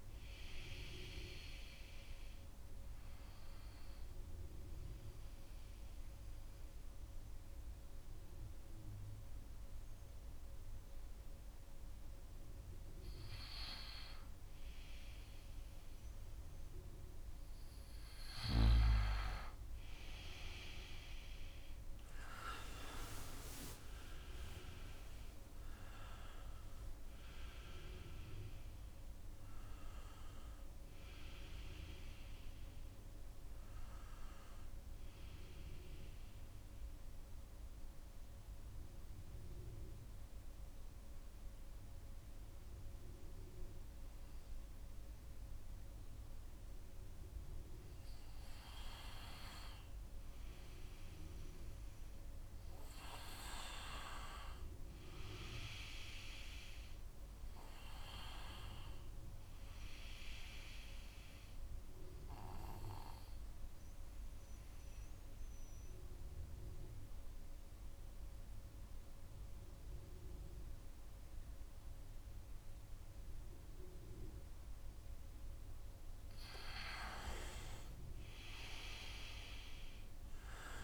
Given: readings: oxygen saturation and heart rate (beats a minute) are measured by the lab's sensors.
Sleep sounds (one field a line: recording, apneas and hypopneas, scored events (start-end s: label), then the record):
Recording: breathing in sleep by a room microphone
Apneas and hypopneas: 3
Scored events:
0.00-8.00 s: oxygen desaturation (device-marked, oxygen 92% lowest, heart rate 70 extreme)
3.00-15.50 s: hypopnea (oxygen 96% before, 92% lowest, heart rate 73 before, 70 extreme, up 3 after)
18.50-21.50 s: arousal
22.00-44.00 s: oxygen desaturation (device-marked, oxygen 97% before, 93% lowest, heart rate 72 before, 69 extreme)
36.50-47.50 s: mixed apnea (oxygen 97% before, 92% lowest, heart rate 73 before, 66 extreme, up 3 after)
49.50-53.00 s: arousal
58.00-65.00 s: oxygen desaturation (device-marked, oxygen 97% before, 92% lowest, heart rate 71 before, 66 extreme)
64.50-75.00 s: obstructive apnea (oxygen 97% before, 92% lowest, heart rate 72 before, 64 extreme, up 4 after)
78.00-80.84 s: arousal
78.00-80.84 s: oxygen desaturation (device-marked, oxygen 97% before, 92% lowest, heart rate 69 before, 64 extreme)
From the record:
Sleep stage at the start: N2 (light sleep)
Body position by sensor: on the right side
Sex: male